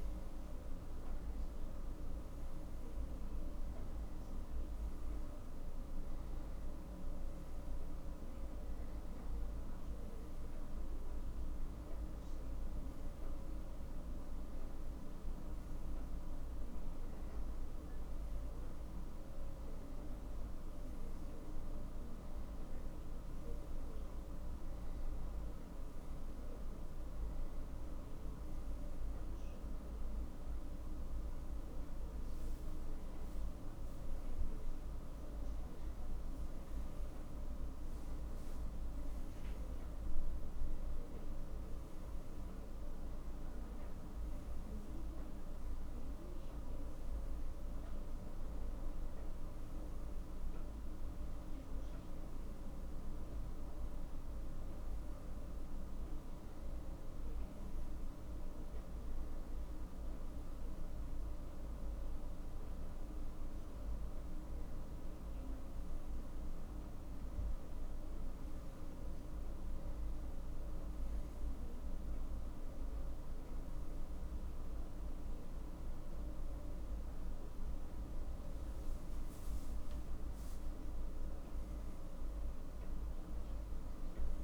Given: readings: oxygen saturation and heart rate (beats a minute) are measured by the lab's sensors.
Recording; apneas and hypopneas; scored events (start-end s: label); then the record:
a person awake in a sleep study, hard to hear, by a room microphone; none
none scored
From the record:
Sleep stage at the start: awake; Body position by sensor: on the right side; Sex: male